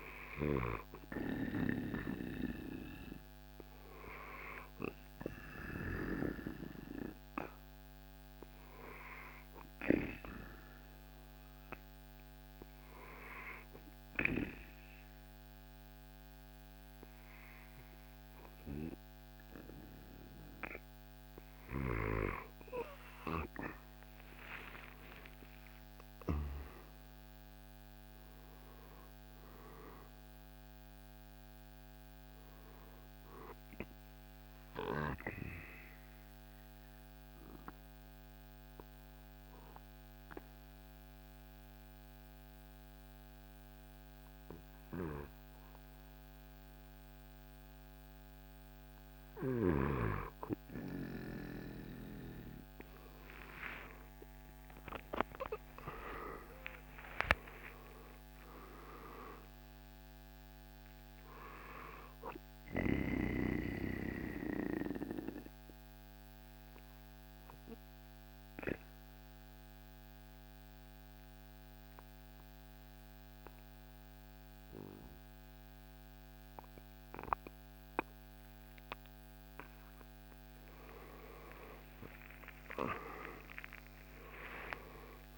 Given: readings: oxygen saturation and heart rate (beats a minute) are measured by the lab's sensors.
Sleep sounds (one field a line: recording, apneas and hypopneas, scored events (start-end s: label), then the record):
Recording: breathing in sleep by a microphone on the trachea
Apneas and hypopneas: 2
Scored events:
8.50-15.50 s: oxygen desaturation (device-marked, oxygen 95% before, 91% lowest, heart rate 67 before, 64 extreme)
23.50-27.00 s: arousal
25.50-38.50 s: drop in pulse transit time (device-marked, heart rate 68 before, 69 extreme)
27.50-49.50 s: oxygen desaturation (device-marked, oxygen 94% before, 90% lowest, heart rate 69 before, 62 extreme)
34.00-49.00 s: mixed apnea (oxygen 95% before, 88% lowest, heart rate 70 before, 62 extreme, up 25 after)
53.00-58.00 s: arousal
56.50-67.50 s: drop in pulse transit time (device-marked, heart rate 70 before, 63 extreme)
60.50-77.50 s: oxygen desaturation (device-marked, oxygen 97% before, 90% lowest, heart rate 75 before, 61 extreme)
62.50-79.50 s: central apnea (oxygen 97% before, 86% lowest, heart rate 77 before, 61 extreme, up 19 after)
81.50-85.38 s: arousal
83.50-85.38 s: drop in pulse transit time (device-marked, heart rate 66 before, 64 extreme)
From the record:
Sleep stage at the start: N2 (light sleep)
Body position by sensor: on the back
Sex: male